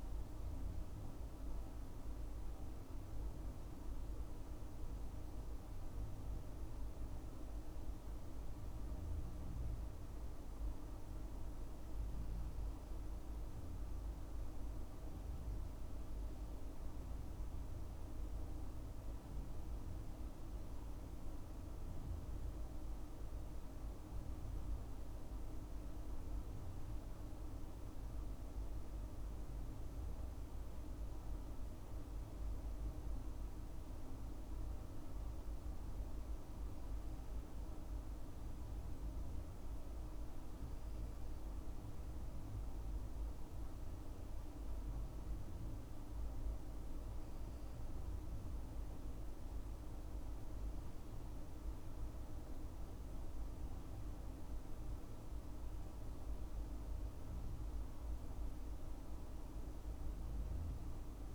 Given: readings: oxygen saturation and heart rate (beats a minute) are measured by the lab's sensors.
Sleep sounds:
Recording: breathing in sleep, hard to hear, by a room microphone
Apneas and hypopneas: none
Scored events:
none scored
From the record:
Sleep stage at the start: N2 (light sleep)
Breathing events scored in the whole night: 228 in 4.7 hours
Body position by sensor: on the left side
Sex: male

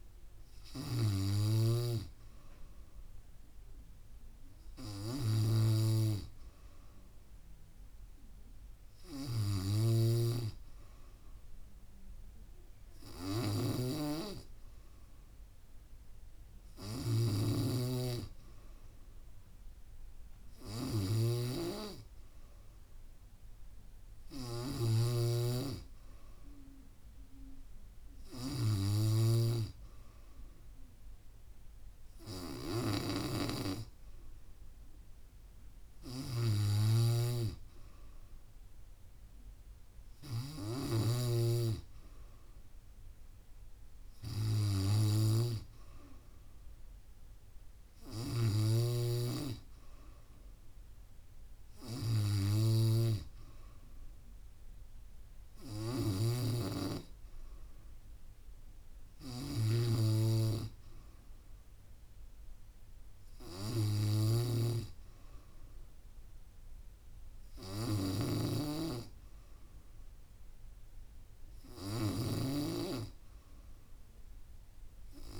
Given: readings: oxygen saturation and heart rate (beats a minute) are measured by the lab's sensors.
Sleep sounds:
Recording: breathing in sleep by a room microphone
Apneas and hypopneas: none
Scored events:
0.00-2.00 s: snoring (device-marked)
10.00-29.50 s: snoring (device-marked)
37.00-41.00 s: snoring (device-marked)
48.50-75.40 s: snoring (device-marked)
From the record:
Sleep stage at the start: N3 (deep sleep)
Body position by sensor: on the back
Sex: female

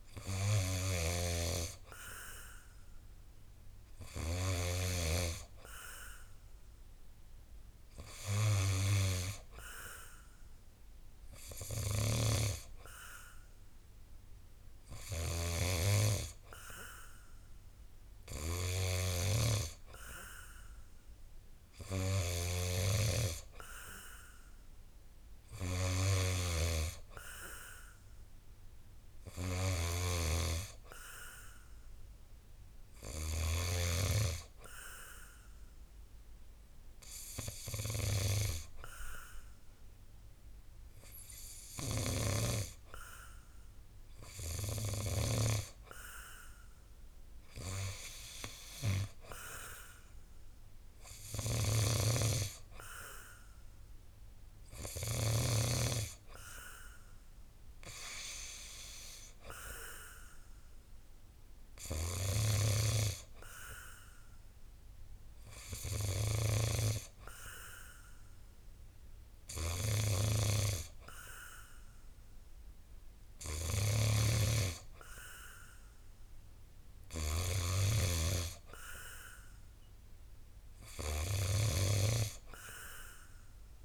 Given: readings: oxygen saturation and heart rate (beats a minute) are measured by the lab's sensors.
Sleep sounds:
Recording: breathing in sleep by a room microphone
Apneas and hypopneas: none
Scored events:
0.00-5.00 s: snoring (device-marked)
11.50-33.50 s: snoring (device-marked)
51.00-55.00 s: snoring (device-marked)
62.00-83.85 s: snoring (device-marked)
From the record:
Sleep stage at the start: N2 (light sleep)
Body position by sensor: on the back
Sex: male

